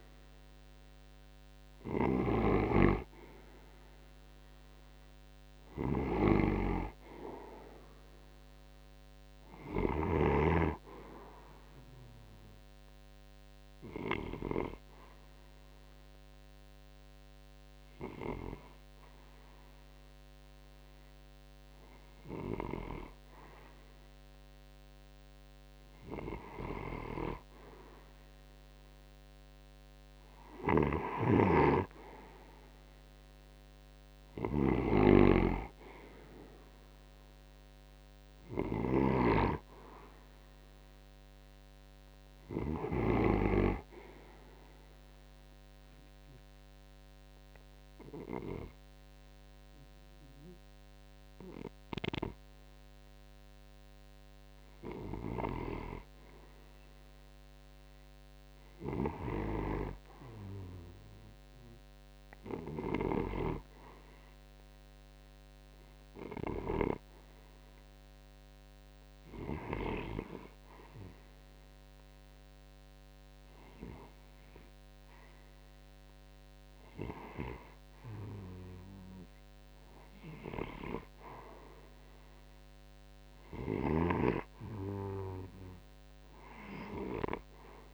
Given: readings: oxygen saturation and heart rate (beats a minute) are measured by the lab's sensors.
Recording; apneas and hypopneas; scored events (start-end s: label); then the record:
breathing in sleep by a microphone on the trachea; 3
0.00-14.50 s: oxygen desaturation (device-marked, oxygen 85% lowest)
5.00-9.50 s: snoring (device-marked)
12.00-22.50 s: obstructive apnea (oxygen 92% before, 82% lowest)
24.50-28.00 s: arousal
27.50-40.50 s: oxygen desaturation (device-marked, oxygen 92% before, 87% lowest)
42.50-48.50 s: oxygen desaturation (device-marked, oxygen 91% before, 87% lowest)
44.00-55.50 s: obstructive apnea (oxygen 92% before, 82% lowest)
57.50-60.50 s: arousal
64.50-81.50 s: oxygen desaturation (device-marked, oxygen 92% before, 83% lowest)
67.00-80.00 s: hypopnea (oxygen 92% before, 82% lowest)
86.00-87.94 s: arousal
From the record:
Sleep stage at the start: REM sleep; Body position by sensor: on the right side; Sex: male